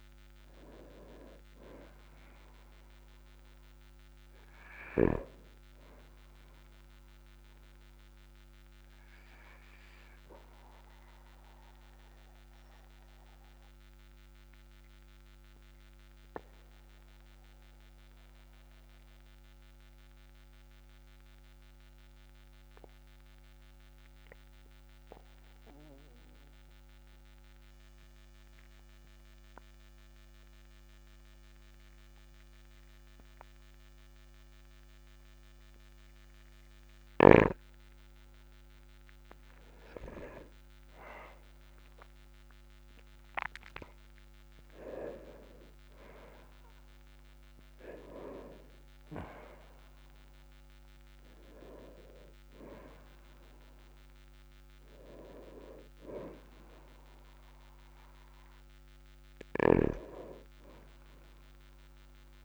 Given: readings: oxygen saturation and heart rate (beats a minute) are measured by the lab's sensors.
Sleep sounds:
breathing in sleep by a microphone on the trachea; 1
9.00-23.00 s: oxygen desaturation (device-marked, oxygen 98% before, 95% lowest, heart rate 48 before, 42 extreme)
9.50-39.00 s: obstructive apnea (oxygen 99% before, 94% lowest, heart rate 48 before, 39 extreme, up 8 after)
41.00-45.00 s: arousal
61.00-62.45 s: oxygen desaturation (device-marked, oxygen 98% before, 94% lowest, heart rate 54 before, 37 extreme)
From the record:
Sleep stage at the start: N2 (light sleep); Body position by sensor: on the back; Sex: male

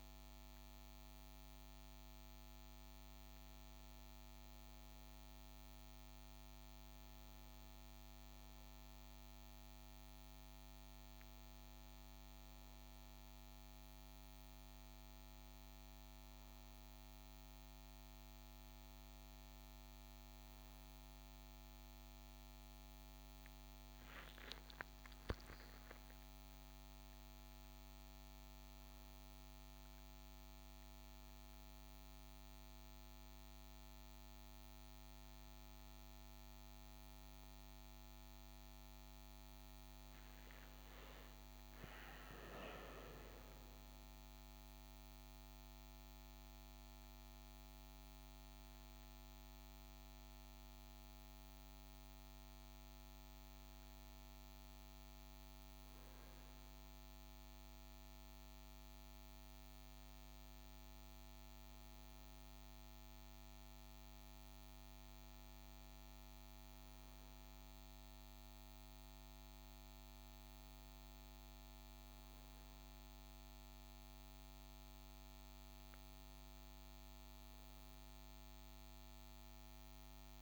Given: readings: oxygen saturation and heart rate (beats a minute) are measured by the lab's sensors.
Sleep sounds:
breathing in sleep, hard to hear, by a microphone on the trachea; none
none scored
From the record:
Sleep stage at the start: N1 (lightest sleep); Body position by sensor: on the right side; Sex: male

